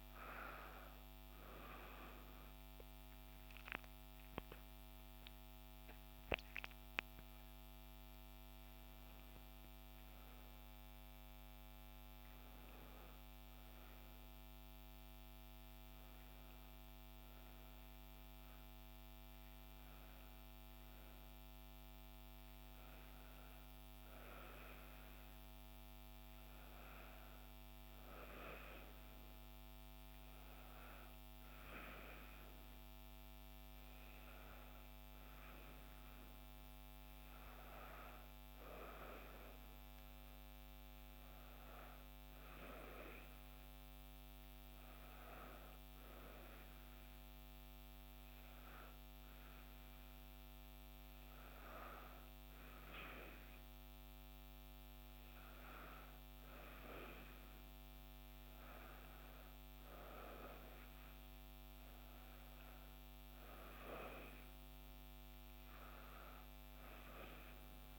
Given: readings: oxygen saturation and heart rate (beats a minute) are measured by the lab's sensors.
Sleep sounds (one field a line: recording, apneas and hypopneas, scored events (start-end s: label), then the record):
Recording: breathing in sleep by a microphone on the trachea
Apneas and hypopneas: none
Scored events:
none scored
From the record:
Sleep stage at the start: N2 (light sleep)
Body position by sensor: on the back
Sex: female